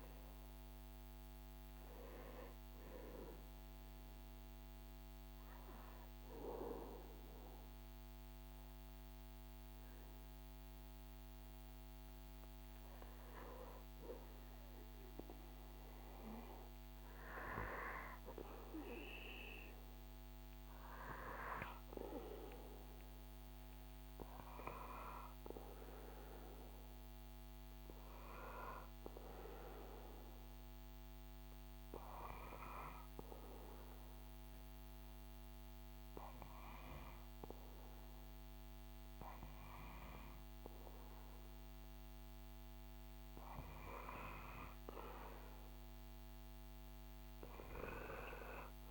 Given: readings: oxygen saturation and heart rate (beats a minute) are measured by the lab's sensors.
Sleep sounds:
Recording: breathing in sleep by a microphone on the trachea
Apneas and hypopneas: 2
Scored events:
0.00-17.00 s: oxygen desaturation (device-marked, oxygen 93% lowest, heart rate 73 extreme)
3.00-13.00 s: obstructive apnea (oxygen 97% before, 93% lowest, heart rate 79 before, 73 extreme, up 6 after)
21.00-25.00 s: arousal
30.50-44.00 s: obstructive apnea (oxygen 99% before, 93% lowest, heart rate 77 before, 72 extreme, up 7 after)
From the record:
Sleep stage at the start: N2 (light sleep)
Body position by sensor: on the back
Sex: male

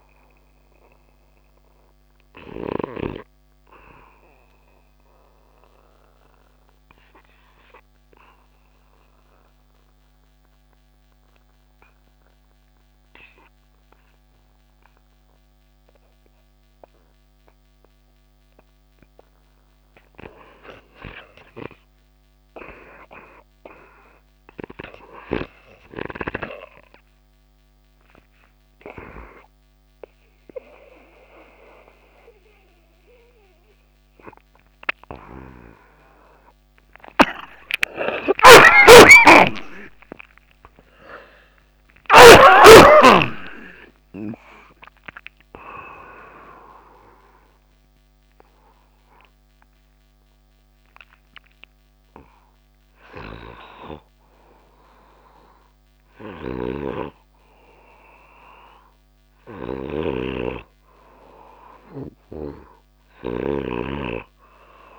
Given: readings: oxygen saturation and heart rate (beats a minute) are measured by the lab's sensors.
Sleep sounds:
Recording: breathing in sleep by a microphone on the trachea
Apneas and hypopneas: 2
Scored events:
0.00-2.00 s: snoring (device-marked)
0.00-25.50 s: oxygen desaturation (device-marked, oxygen 82% lowest)
4.00-18.50 s: obstructive apnea (oxygen 98% before, 82% lowest)
22.50-27.00 s: arousal
32.50-64.99 s: new sleep stage, N2 (light sleep)
36.50-43.00 s: arousal
37.50-41.50 s: snoring (device-marked)
46.50-59.00 s: hypopnea (oxygen 99% before, 92% lowest)
55.50-64.99 s: snoring (device-marked)
60.50-64.00 s: arousal
From the record:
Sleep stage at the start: REM sleep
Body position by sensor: on the back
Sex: male

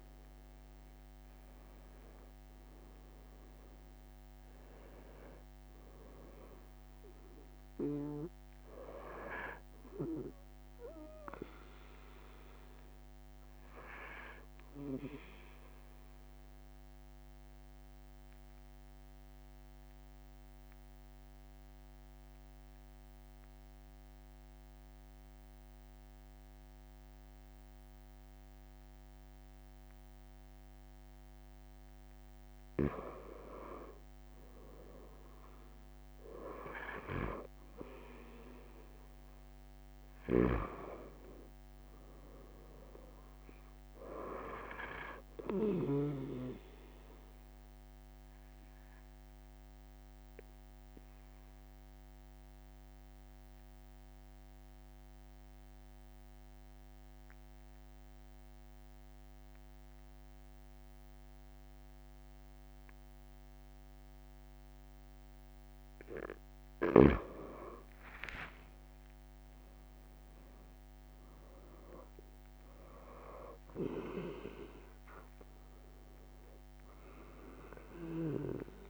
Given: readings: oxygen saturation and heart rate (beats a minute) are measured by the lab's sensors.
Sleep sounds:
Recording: breathing in sleep by a microphone on the trachea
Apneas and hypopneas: 2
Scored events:
0.00-11.00 s: oxygen desaturation (device-marked, oxygen 92% lowest)
7.00-9.00 s: long interval between heartbeats (device-marked, heart rate 36 before, 30 extreme)
13.50-32.00 s: obstructive apnea (oxygen 96% before, 91% lowest)
32.00-34.00 s: long interval between heartbeats (device-marked, heart rate 41 before, 47 extreme)
35.00-38.50 s: arousal
39.50-41.50 s: long interval between heartbeats (device-marked, heart rate 44 before, 40 extreme)
40.00-46.00 s: snoring (device-marked)
46.50-65.00 s: obstructive apnea (oxygen 97% before, 93% lowest)
68.50-70.50 s: long interval between heartbeats (device-marked, heart rate 43 before, 56 extreme)
68.50-72.50 s: arousal
74.50-76.50 s: long interval between heartbeats (device-marked, heart rate 47 before, 38 extreme)
From the record:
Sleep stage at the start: N2 (light sleep)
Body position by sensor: on the right side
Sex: male

